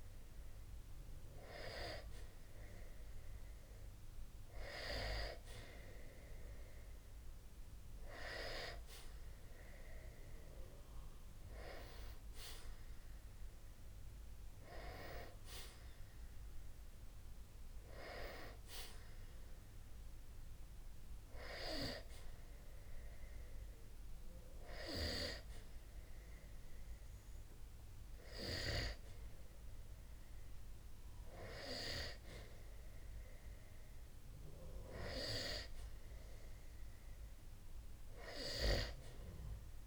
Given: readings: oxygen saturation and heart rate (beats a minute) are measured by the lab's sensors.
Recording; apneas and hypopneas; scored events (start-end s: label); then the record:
breathing in sleep by a room microphone; none
14.50-39.87 s: new sleep stage, N2 (light sleep)
From the record:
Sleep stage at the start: N1 (lightest sleep); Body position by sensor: on the back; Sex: male